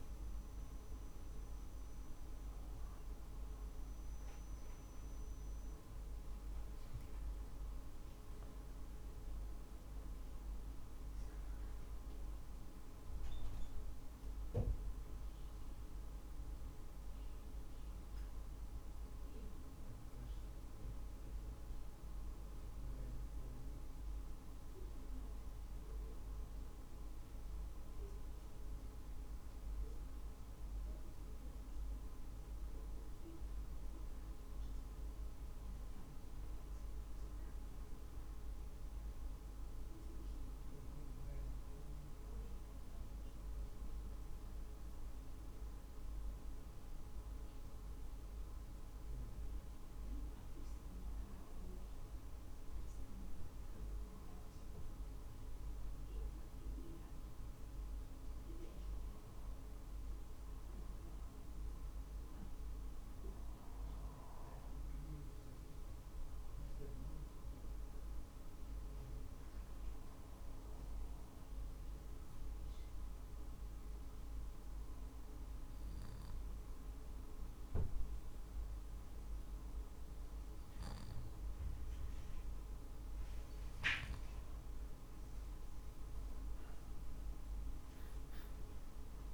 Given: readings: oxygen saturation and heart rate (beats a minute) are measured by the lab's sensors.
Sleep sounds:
breathing in sleep, hard to hear, by a room microphone; 1
0.50-13.50 s: drop in pulse transit time (device-marked, heart rate 48 before, 50 extreme)
30.50-54.50 s: oxygen desaturation (device-marked, oxygen 96% before, 91% lowest, heart rate 49 before, 46 extreme)
47.00-82.00 s: obstructive apnea (oxygen 96% before, 91% lowest, heart rate 48 before, 46 extreme, up 3 after)
84.00-86.50 s: arousal
85.50-89.34 s: drop in pulse transit time (device-marked, heart rate 48 before, 46 extreme)
From the record:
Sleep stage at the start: REM sleep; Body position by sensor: on the back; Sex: male

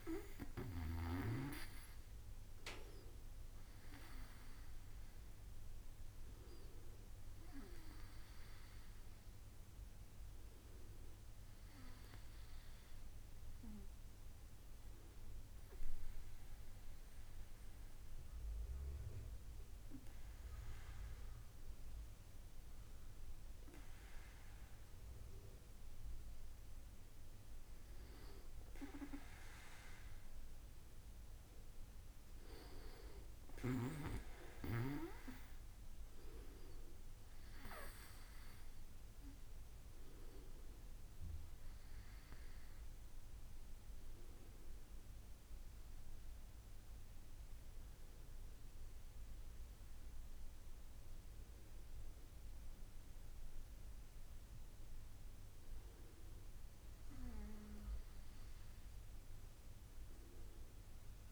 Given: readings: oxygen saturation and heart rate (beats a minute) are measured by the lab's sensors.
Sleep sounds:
breathing in sleep by a room microphone; 1
0.00-2.50 s: arousal
15.00-28.00 s: hypopnea (oxygen 97% before, 95% lowest, heart rate 70 before, 66 extreme, up 4 after)
33.50-37.50 s: arousal
From the record:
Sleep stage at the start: N2 (light sleep); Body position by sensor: on the back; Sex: male

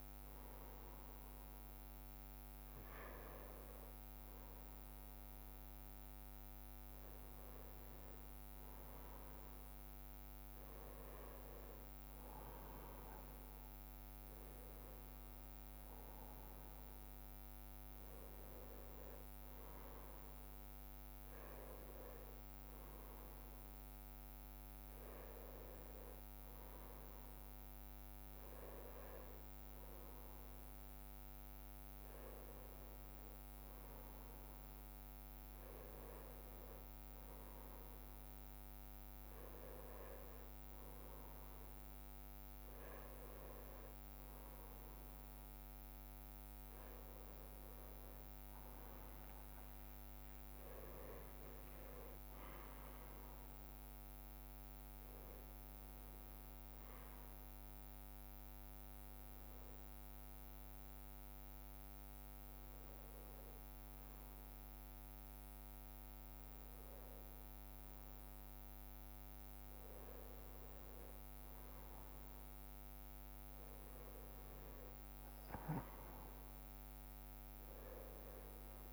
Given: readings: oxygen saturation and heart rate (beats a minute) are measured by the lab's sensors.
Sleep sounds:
breathing in sleep, hard to hear, by a microphone on the trachea; none
none scored
From the record:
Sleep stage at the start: N1 (lightest sleep); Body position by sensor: on the right side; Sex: male

